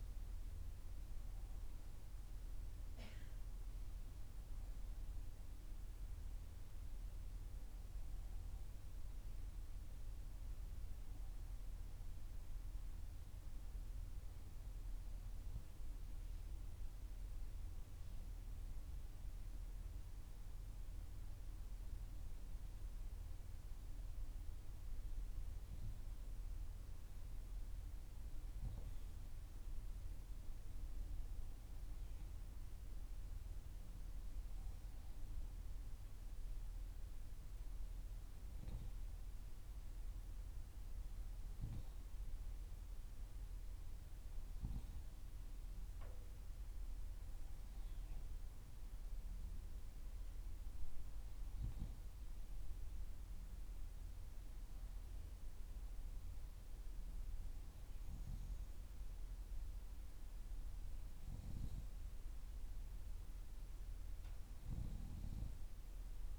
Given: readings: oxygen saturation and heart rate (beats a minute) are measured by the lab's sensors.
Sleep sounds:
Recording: breathing in sleep, hard to hear, by a room microphone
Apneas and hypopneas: none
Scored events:
3.00-6.50 s: arousal
From the record:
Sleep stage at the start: N2 (light sleep)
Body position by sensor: on the back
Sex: female

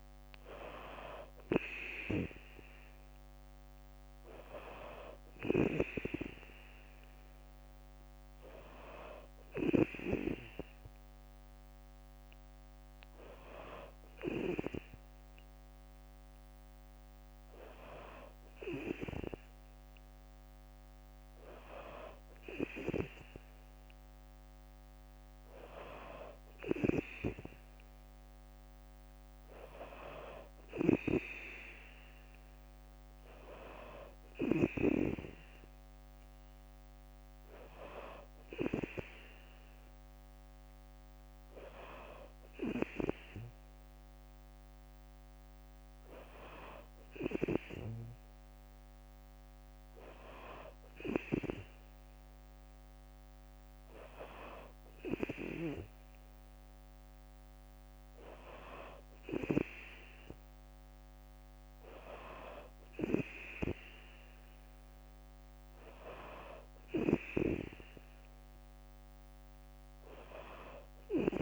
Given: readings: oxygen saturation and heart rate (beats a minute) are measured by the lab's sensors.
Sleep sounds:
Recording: breathing in sleep by a microphone on the trachea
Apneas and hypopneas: none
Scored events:
none scored
From the record:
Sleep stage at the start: N2 (light sleep)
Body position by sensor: on the back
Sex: female

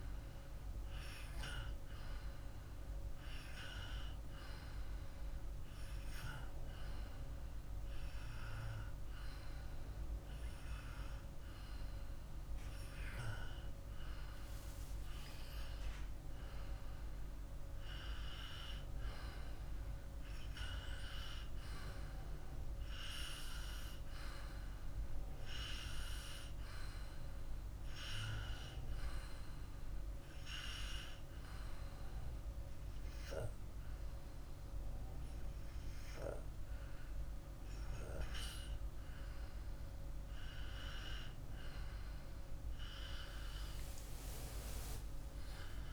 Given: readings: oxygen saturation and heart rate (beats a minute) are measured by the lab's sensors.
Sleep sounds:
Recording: breathing in sleep by a room microphone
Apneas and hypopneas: 2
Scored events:
0.00-3.00 s: oxygen desaturation (device-marked, oxygen 94% lowest, heart rate 50 extreme)
5.00-15.00 s: hypopnea (oxygen 98% before, 94% lowest, heart rate 51 before, 49 extreme, up 2 after)
17.50-21.50 s: arousal
30.00-41.50 s: hypopnea (oxygen 97% before, 94% lowest, heart rate 51 before, 50 extreme, up 29 after)
From the record:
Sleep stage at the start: N2 (light sleep)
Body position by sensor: on the back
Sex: male

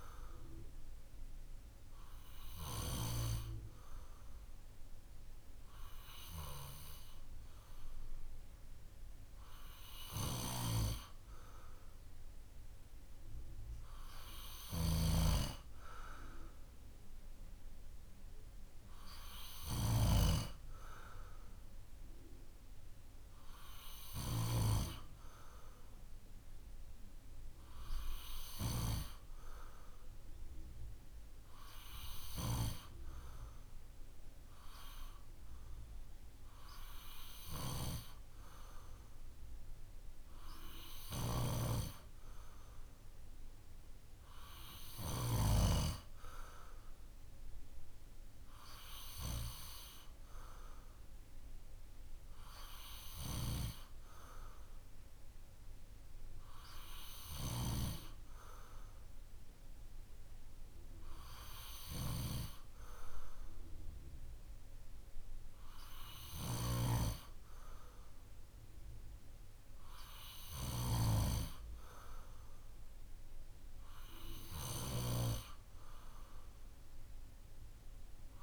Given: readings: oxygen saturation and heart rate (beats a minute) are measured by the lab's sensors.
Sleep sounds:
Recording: breathing in sleep by a room microphone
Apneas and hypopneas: none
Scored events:
74.50-78.43 s: snoring (device-marked)
From the record:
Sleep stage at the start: N2 (light sleep)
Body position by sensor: on the back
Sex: male

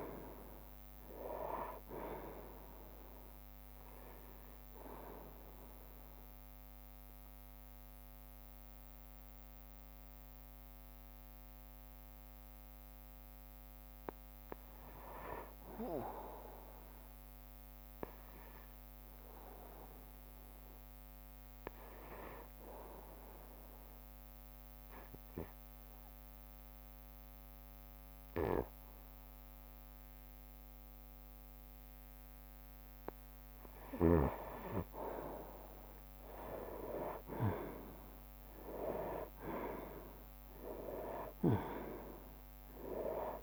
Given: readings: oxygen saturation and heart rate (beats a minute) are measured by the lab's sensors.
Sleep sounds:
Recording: breathing in sleep by a microphone on the trachea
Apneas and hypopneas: 2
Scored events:
0.00-8.00 s: drop in pulse transit time (device-marked, heart rate 55 extreme)
0.00-23.00 s: oxygen desaturation (device-marked, oxygen 90% lowest, heart rate 59 extreme)
3.50-5.50 s: long interval between heartbeats (device-marked, heart rate 59 before, 71 extreme)
3.50-14.00 s: obstructive apnea (oxygen 98% before, 90% lowest, heart rate 59 before, 59 extreme, up 1 after)
11.00-13.00 s: bradycardia (device-marked, heart rate 67 before, 61 extreme)
16.00-19.50 s: arousal
24.50-35.00 s: obstructive apnea (oxygen 97% before, 90% lowest, heart rate 62 before, 60 extreme, up 10 after)
36.50-41.50 s: arousal
39.00-43.43 s: drop in pulse transit time (device-marked, heart rate 61 before, 64 extreme)
39.00-43.43 s: oxygen desaturation (device-marked, oxygen 98% before, 90% lowest, heart rate 61 before, 57 extreme)
41.00-43.00 s: long interval between heartbeats (device-marked, heart rate 61 before, 69 extreme)
From the record:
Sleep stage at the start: N2 (light sleep)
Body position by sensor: on the right side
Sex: male

